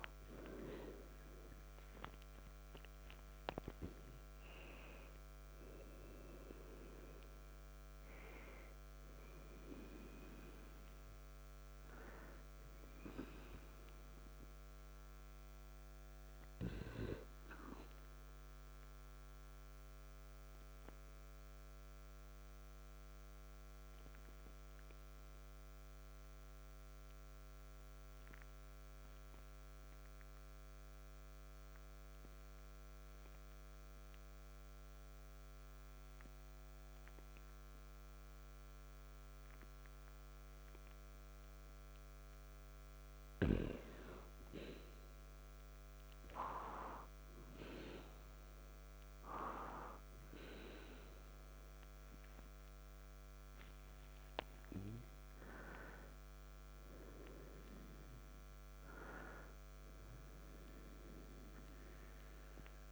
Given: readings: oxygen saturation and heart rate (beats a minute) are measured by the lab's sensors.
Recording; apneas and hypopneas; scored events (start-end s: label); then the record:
breathing in sleep by a microphone on the trachea; 1
0.00-9.00 s: oxygen desaturation (device-marked, oxygen 96% before, 93% lowest, heart rate 55 before, 57 extreme)
19.50-42.50 s: obstructive apnea (oxygen 96% before, 91% lowest, heart rate 58 before, 53 extreme, up 0 after)
27.00-41.00 s: oxygen desaturation (device-marked, oxygen 94% before, 91% lowest, heart rate 59 before, 53 extreme)
44.00-48.50 s: arousal
53.00-62.92 s: new sleep stage, N1 (lightest sleep)
From the record:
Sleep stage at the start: N2 (light sleep); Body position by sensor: on the back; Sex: male